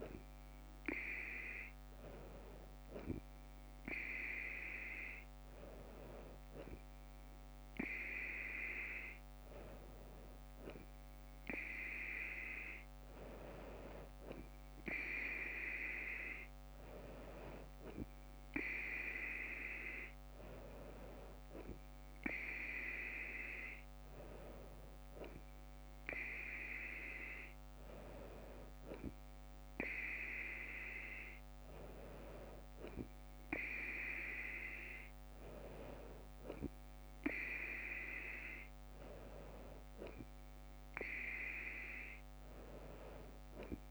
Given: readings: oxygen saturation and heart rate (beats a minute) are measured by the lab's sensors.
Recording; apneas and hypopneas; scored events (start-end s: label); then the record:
breathing in sleep by a microphone on the trachea; none
none scored
From the record:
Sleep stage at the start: N2 (light sleep); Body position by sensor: on the front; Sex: female